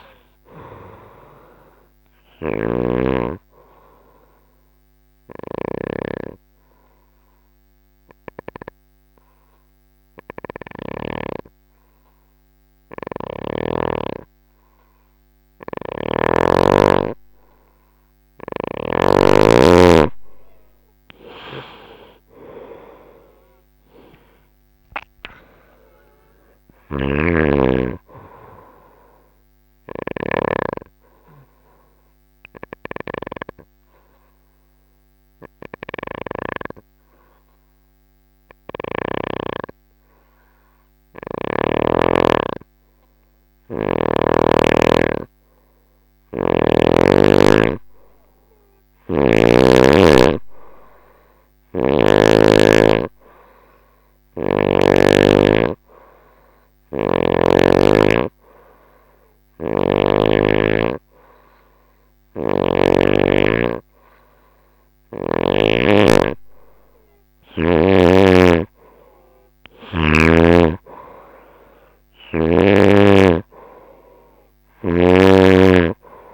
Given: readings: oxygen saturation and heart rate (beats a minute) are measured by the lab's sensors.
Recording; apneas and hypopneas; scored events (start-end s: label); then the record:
breathing in sleep by a microphone on the trachea; 2
0.00-13.50 s: oxygen desaturation (device-marked, oxygen 92% lowest, heart rate 59 extreme)
2.00-18.00 s: obstructive apnea (oxygen 97% before, 92% lowest, heart rate 69 before, 59 extreme, up 11 after)
20.50-25.00 s: arousal
23.50-38.50 s: oxygen desaturation (device-marked, oxygen 98% before, 93% lowest, heart rate 68 before, 59 extreme)
26.00-30.00 s: snoring (device-marked)
28.50-43.00 s: obstructive apnea (oxygen 98% before, 93% lowest, heart rate 69 before, 59 extreme, up 9 after)
30.50-32.50 s: bradycardia (device-marked, heart rate 71 before, 64 extreme)
44.50-48.00 s: arousal
45.50-49.00 s: snoring (device-marked)
51.00-54.50 s: snoring (device-marked)
51.50-63.50 s: oxygen desaturation (device-marked, oxygen 97% before, 93% lowest, heart rate 64 before, 65 extreme)
59.00-62.50 s: snoring (device-marked)
69.50-73.00 s: snoring (device-marked)
From the record:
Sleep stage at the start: N2 (light sleep); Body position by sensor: on the right side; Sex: female